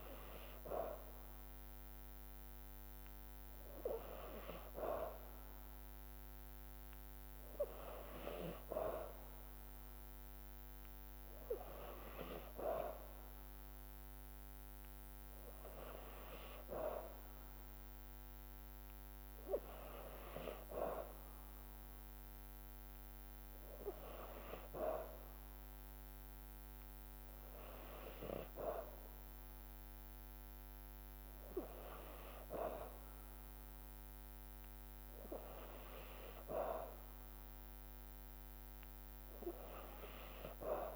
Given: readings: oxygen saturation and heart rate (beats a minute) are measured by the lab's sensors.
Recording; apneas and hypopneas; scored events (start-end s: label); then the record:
breathing in sleep by a microphone on the trachea; none
none scored
From the record:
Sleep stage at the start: N2 (light sleep); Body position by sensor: on the back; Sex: female